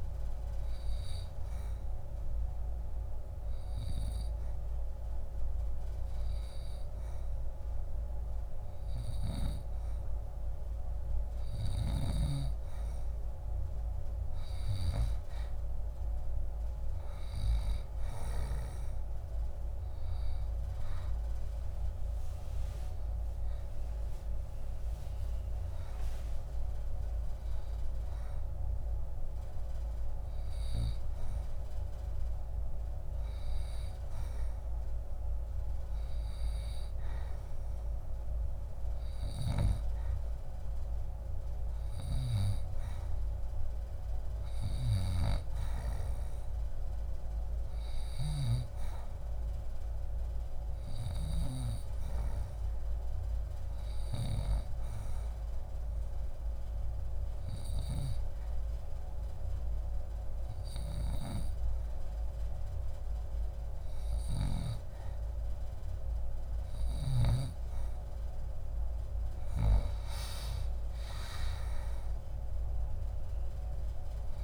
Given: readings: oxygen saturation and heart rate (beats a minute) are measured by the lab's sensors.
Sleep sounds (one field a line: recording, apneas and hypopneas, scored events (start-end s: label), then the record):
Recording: breathing in sleep by a room microphone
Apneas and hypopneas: 2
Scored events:
0.50-13.00 s: hypopnea (oxygen 93% before, 90% lowest, heart rate 72 before, 68 extreme, up 5 after)
16.00-21.00 s: arousal
45.50-47.50 s: long interval between heartbeats (device-marked, heart rate 71 before, 72 extreme)
47.00-51.50 s: arousal
55.00-65.50 s: hypopnea (oxygen 94% before, 90% lowest, heart rate 71 before, 67 extreme, up 2 after)
68.50-72.50 s: arousal
From the record:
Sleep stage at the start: N2 (light sleep)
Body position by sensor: on the left side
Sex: female